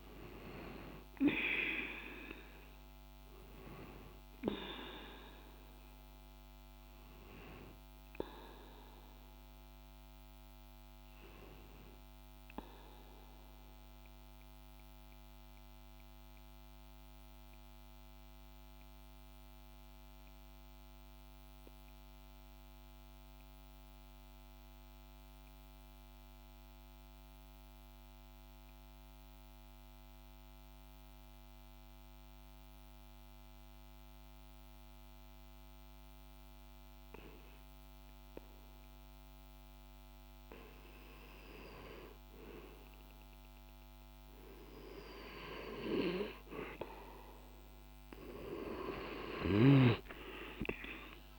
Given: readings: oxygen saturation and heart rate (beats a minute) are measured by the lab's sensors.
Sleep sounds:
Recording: breathing in sleep by a microphone on the trachea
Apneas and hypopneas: 1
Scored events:
0.00-16.00 s: oxygen desaturation (device-marked, oxygen 90% lowest, heart rate 46 extreme)
11.50-46.00 s: mixed apnea (oxygen 97% before, 88% lowest, heart rate 52 before, 45 extreme, up 6 after)
35.00-51.38 s: oxygen desaturation (device-marked, oxygen 99% before, 88% lowest, heart rate 48 before, 45 extreme)
49.50-51.38 s: arousal
From the record:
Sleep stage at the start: N2 (light sleep)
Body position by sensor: on the back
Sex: male

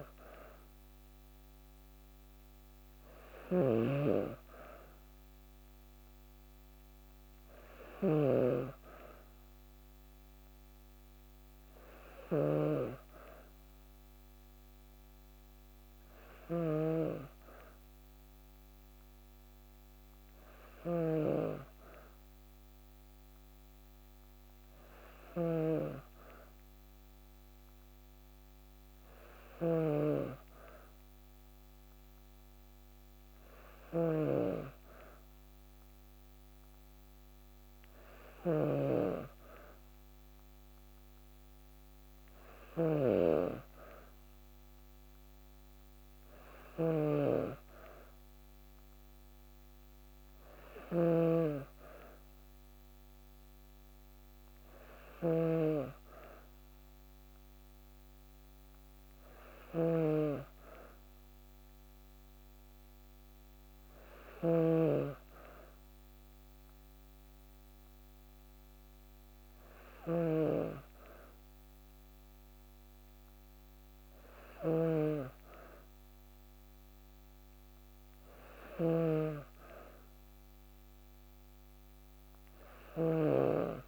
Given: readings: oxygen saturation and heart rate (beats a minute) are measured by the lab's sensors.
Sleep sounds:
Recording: breathing in sleep by a microphone on the trachea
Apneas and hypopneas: none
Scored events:
0.00-83.88 s: snoring (device-marked)
From the record:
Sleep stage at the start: N2 (light sleep)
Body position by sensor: on the back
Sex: female

